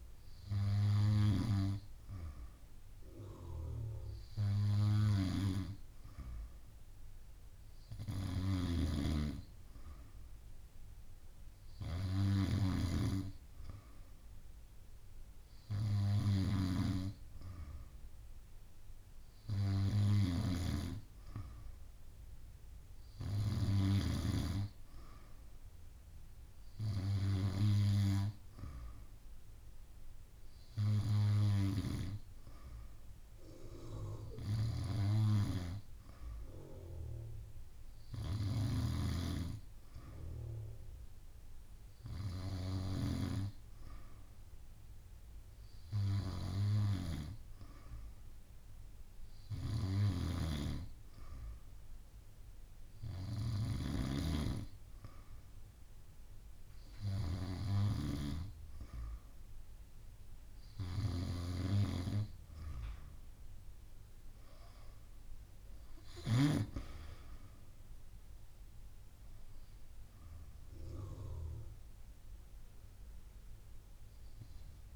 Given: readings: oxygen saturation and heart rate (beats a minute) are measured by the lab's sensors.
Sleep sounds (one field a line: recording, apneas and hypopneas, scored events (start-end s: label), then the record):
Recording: breathing in sleep by a room microphone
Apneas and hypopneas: none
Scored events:
8.00-12.50 s: snoring (device-marked)
20.00-24.00 s: snoring (device-marked)
34.00-43.00 s: snoring (device-marked)
49.50-66.50 s: snoring (device-marked)
From the record:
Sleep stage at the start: N2 (light sleep)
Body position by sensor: on the back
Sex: female